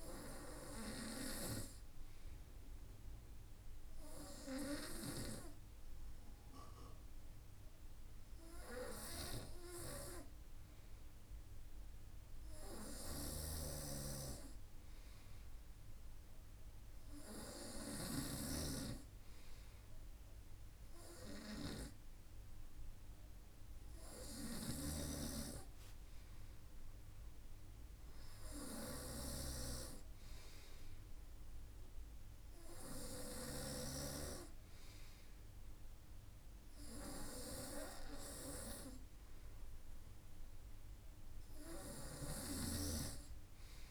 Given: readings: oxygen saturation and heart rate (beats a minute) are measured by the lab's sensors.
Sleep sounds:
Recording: breathing in sleep by a room microphone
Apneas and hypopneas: none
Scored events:
12.00-17.50 s: snoring (device-marked)
From the record:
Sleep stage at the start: N2 (light sleep)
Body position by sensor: on the front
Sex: male

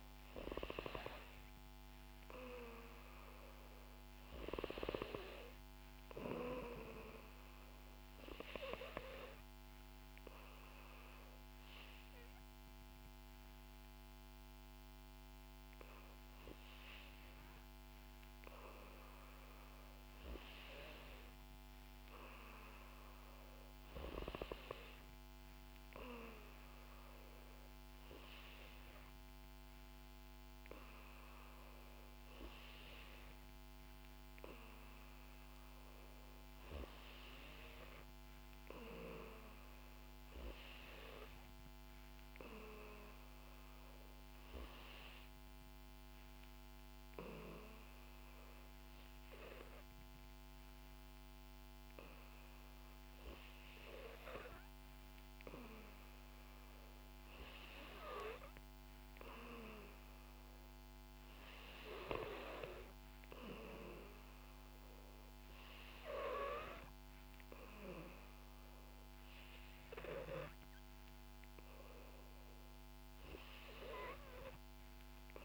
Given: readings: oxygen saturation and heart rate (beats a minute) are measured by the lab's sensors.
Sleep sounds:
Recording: breathing in sleep by a microphone on the trachea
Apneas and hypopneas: 1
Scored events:
0.00-4.00 s: arousal
7.50-19.50 s: hypopnea (oxygen 94% before, 90% lowest, heart rate 64 before, 59 extreme)
21.50-24.50 s: arousal
From the record:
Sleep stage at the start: N2 (light sleep)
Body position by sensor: on the back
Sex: female

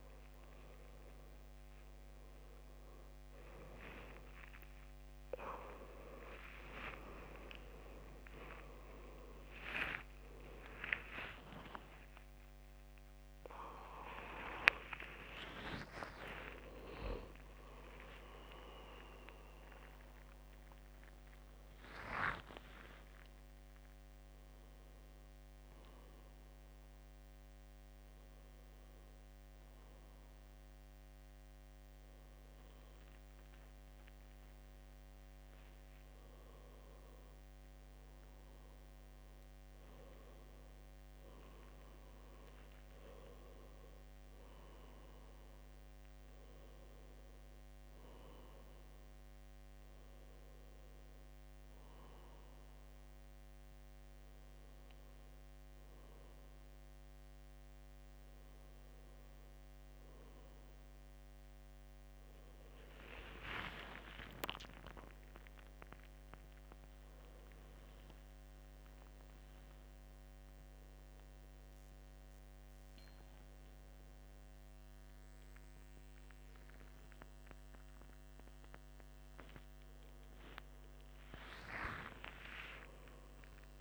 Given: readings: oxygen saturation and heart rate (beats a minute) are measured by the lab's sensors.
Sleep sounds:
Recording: a person awake in a sleep study, by a microphone on the trachea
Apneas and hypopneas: none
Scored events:
16.00-38.00 s: oxygen desaturation (device-marked, oxygen 98% before, 92% lowest, heart rate 104 before, 72 extreme)
From the record:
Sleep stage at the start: awake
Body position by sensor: on the back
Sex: male

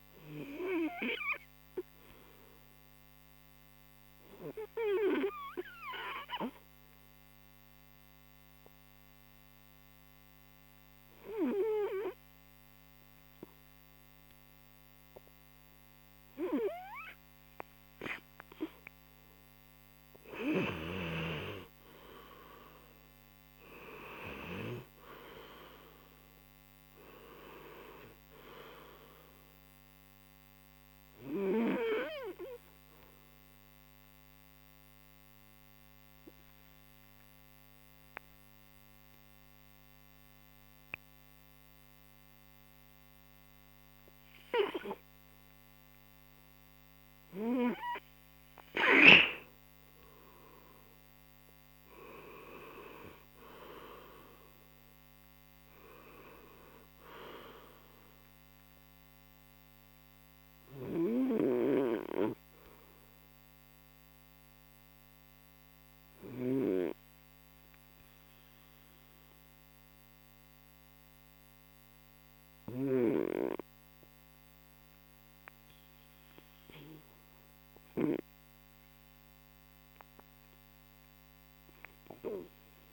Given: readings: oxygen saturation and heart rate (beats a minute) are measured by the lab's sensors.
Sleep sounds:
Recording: breathing in sleep by a microphone on the trachea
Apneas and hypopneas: 3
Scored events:
0.00-1.50 s: arousal
3.00-17.00 s: hypopnea (oxygen 98% before, 90% lowest)
18.50-22.00 s: arousal
26.00-49.00 s: oxygen desaturation (device-marked, oxygen 95% before, 90% lowest)
35.00-45.00 s: obstructive apnea (oxygen 96% before, 90% lowest)
47.50-50.50 s: arousal
64.50-77.50 s: mixed apnea (oxygen 98% before, 87% lowest)
81.00-82.93 s: arousal
From the record:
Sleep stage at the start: N2 (light sleep)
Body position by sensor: on the right side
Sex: male

